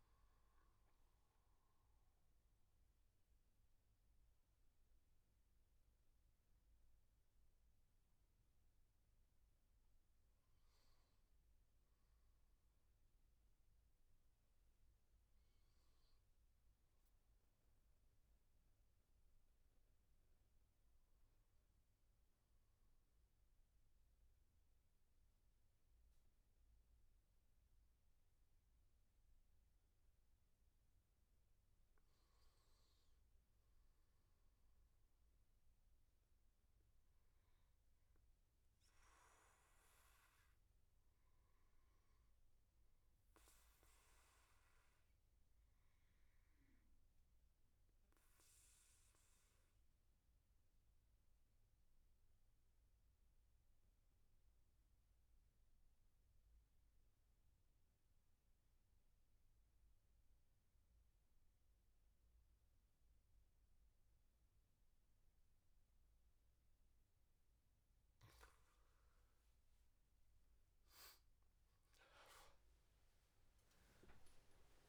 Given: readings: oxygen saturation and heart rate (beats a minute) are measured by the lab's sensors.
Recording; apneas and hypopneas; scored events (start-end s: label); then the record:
breathing in sleep, hard to hear, by a room microphone; 1
0.00-7.50 s: oxygen desaturation (device-marked, oxygen 91% lowest, heart rate 74 extreme)
45.50-67.00 s: obstructive apnea (oxygen 99% before, 89% lowest, heart rate 81 before, 78 extreme, up 14 after)
57.50-74.89 s: oxygen desaturation (device-marked, oxygen 97% before, 89% lowest, heart rate 83 before, 75 extreme)
69.50-74.50 s: arousal
From the record:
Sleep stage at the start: N2 (light sleep); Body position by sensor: on the back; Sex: male